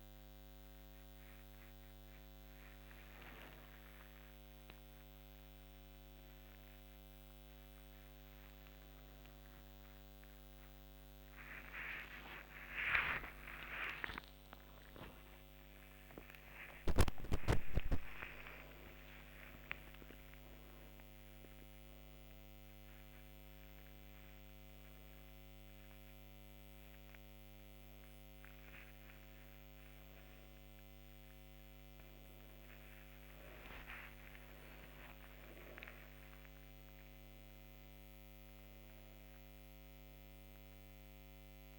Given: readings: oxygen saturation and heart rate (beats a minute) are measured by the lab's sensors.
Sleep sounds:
a person awake in a sleep study, by a microphone on the trachea; none
none scored
From the record:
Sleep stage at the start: awake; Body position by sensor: on the back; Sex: female

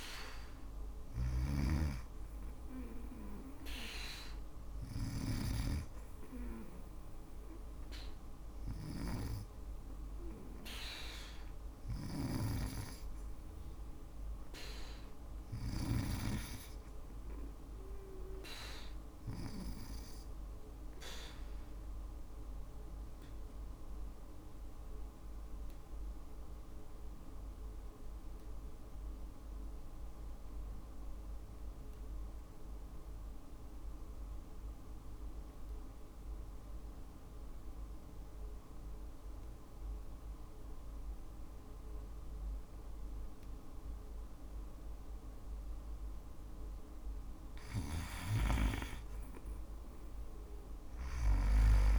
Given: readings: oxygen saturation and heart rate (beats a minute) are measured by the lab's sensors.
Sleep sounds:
breathing in sleep by a room microphone; 1
0.00-15.00 s: snoring (device-marked)
9.50-13.50 s: arousal
19.50-45.50 s: obstructive apnea (oxygen 97% before, 79% lowest, heart rate 58 before, 55 extreme, up 4 after)
46.50-51.99 s: oxygen desaturation (device-marked, oxygen 95% before, 79% lowest, heart rate 56 before, 57 extreme)
From the record:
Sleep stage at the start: N2 (light sleep); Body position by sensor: on the back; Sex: female

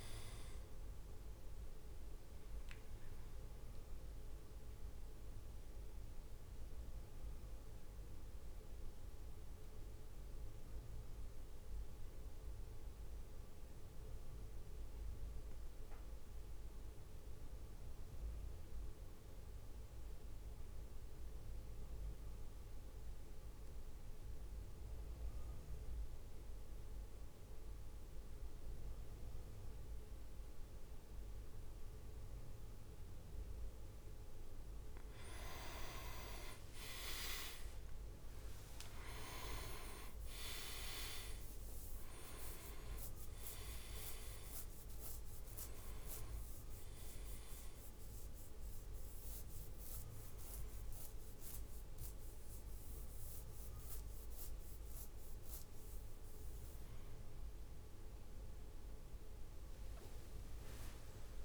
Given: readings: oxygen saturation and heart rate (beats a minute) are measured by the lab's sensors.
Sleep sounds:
breathing in sleep by a room microphone; 1
0.00-5.00 s: drop in pulse transit time (device-marked, heart rate 55 extreme)
2.50-33.50 s: mixed apnea (oxygen 100% before, 94% lowest, heart rate 57 before, 50 extreme, up 7 after)
11.00-20.00 s: oxygen desaturation (device-marked, oxygen 97% before, 94% lowest, heart rate 57 before, 54 extreme)
40.00-53.00 s: drop in pulse transit time (device-marked, heart rate 55 before, 60 extreme)
50.00-61.45 s: new sleep stage, awake
From the record:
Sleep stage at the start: N2 (light sleep); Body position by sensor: on the back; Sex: male

